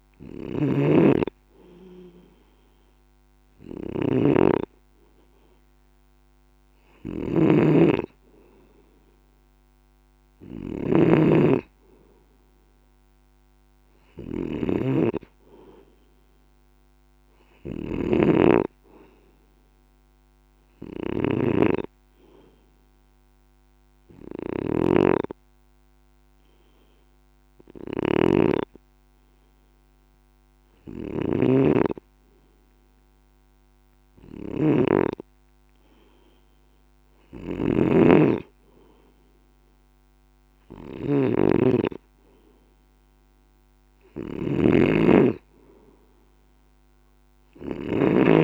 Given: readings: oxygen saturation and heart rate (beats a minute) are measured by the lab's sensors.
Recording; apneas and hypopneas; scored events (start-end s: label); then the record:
breathing in sleep by a microphone on the trachea; none
0.00-48.44 s: snoring (device-marked)
From the record:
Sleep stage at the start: N2 (light sleep); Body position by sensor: on the left side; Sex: male